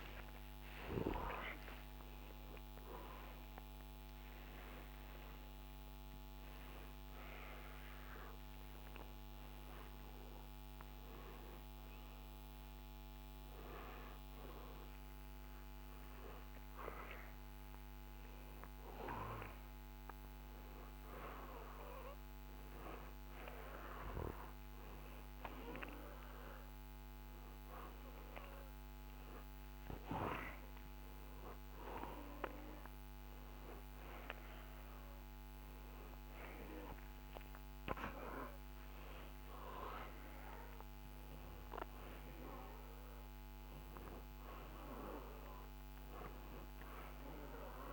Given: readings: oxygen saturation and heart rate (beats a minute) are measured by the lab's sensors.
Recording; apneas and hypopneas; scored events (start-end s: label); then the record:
a person awake in a sleep study, by a microphone on the trachea; none
41.00-47.93 s: oxygen desaturation (device-marked, oxygen 99% before, 93% lowest, heart rate 83 before, 65 extreme)
From the record:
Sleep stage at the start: awake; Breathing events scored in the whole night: 341 in 4.7 hours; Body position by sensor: upright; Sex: male